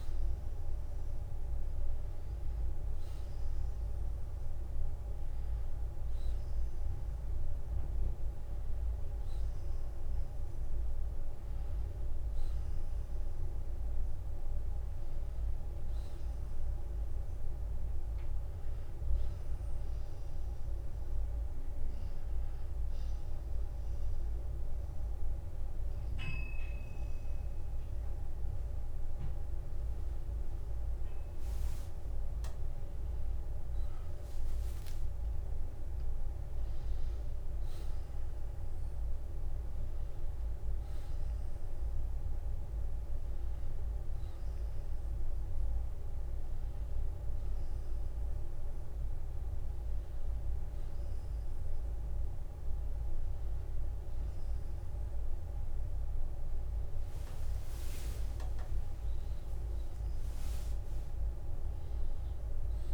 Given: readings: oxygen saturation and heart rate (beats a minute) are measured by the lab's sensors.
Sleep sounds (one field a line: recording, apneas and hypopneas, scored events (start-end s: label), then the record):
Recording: breathing in sleep, hard to hear, by a room microphone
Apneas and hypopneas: 1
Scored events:
0.00-2.00 s: arousal
4.50-23.50 s: oxygen desaturation (device-marked, oxygen 95% before, 90% lowest, heart rate 57 before, 48 extreme)
8.00-10.00 s: long interval between heartbeats (device-marked, heart rate 59 before, 69 extreme)
19.50-30.50 s: hypopnea (oxygen 95% before, 91% lowest, heart rate 60 before, 48 extreme, up 6 after)
21.00-23.00 s: long interval between heartbeats (device-marked, heart rate 59 before, 60 extreme)
32.50-36.50 s: arousal
44.50-62.94 s: new sleep stage, N1 (lightest sleep)
48.00-50.00 s: long interval between heartbeats (device-marked, heart rate 54 before, 59 extreme)
From the record:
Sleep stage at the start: N2 (light sleep)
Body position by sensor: on the back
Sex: male